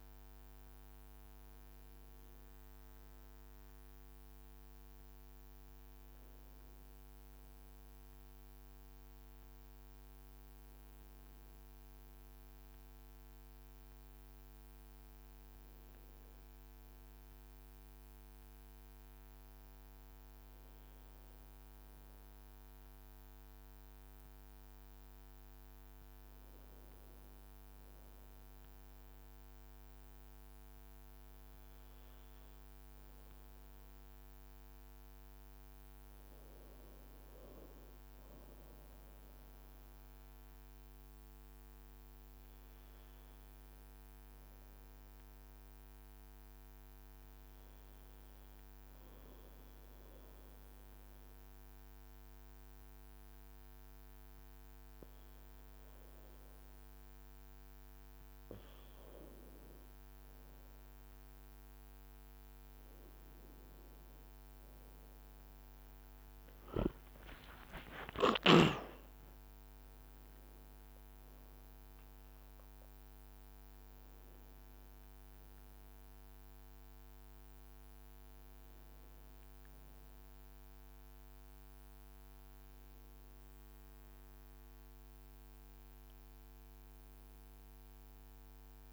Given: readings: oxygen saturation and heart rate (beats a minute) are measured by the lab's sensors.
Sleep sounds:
breathing in sleep, hard to hear, by a microphone on the trachea; 1
38.50-42.50 s: arousal
48.00-58.50 s: obstructive apnea (oxygen 97% before, 92% lowest, heart rate 52 before, 52 extreme, up 2 after)
61.50-66.00 s: arousal
65.50-70.00 s: leg movement (device-marked)
67.00-69.00 s: long interval between heartbeats (device-marked, heart rate 53 before, 61 extreme)
67.50-88.93 s: new sleep stage, N1 (lightest sleep)
From the record:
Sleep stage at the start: N2 (light sleep); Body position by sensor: on the back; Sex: male

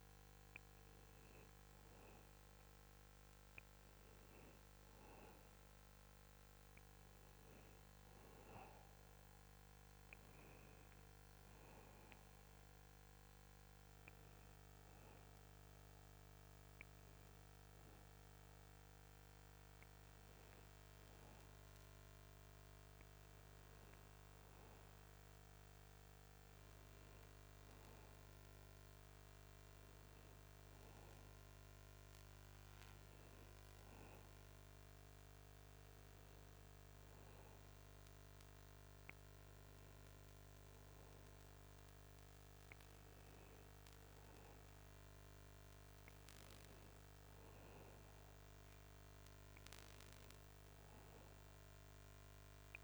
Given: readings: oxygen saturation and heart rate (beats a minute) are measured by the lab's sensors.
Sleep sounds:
a person awake in a sleep study, hard to hear, by a microphone on the trachea; none
none scored
From the record:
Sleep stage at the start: awake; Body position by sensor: on the back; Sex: male

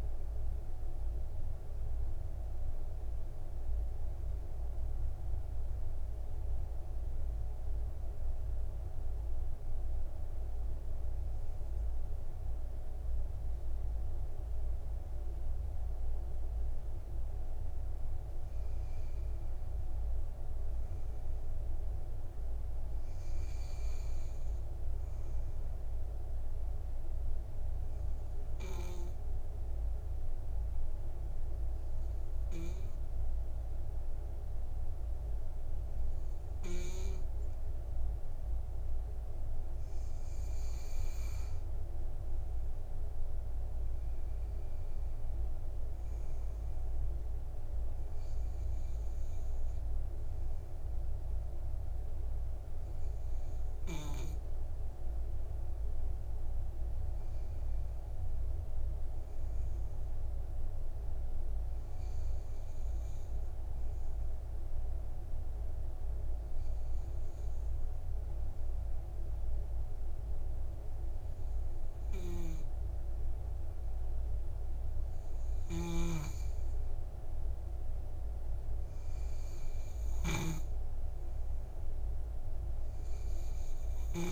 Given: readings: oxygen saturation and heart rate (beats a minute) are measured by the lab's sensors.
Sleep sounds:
breathing in sleep, hard to hear, by a room microphone; 3
6.00-19.50 s: mixed apnea (oxygen 93% before, 94% lowest, heart rate 73 before, 52 extreme, up 11 after)
21.00-25.00 s: arousal
25.50-41.50 s: oxygen desaturation (device-marked, oxygen 100% before, 95% lowest, heart rate 60 before, 55 extreme)
29.00-41.50 s: obstructive apnea (oxygen 100% before, 93% lowest, heart rate 59 before, 56 extreme, up 7 after)
43.00-46.50 s: arousal
46.50-55.50 s: oxygen desaturation (device-marked, oxygen 98% before, 95% lowest, heart rate 59 before, 52 extreme)
66.00-76.50 s: hypopnea (oxygen 98% before, 92% lowest, heart rate 62 before, 52 extreme, up 12 after)
83.50-84.32 s: new sleep stage, awake
From the record:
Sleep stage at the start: N2 (light sleep); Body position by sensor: on the back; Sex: male

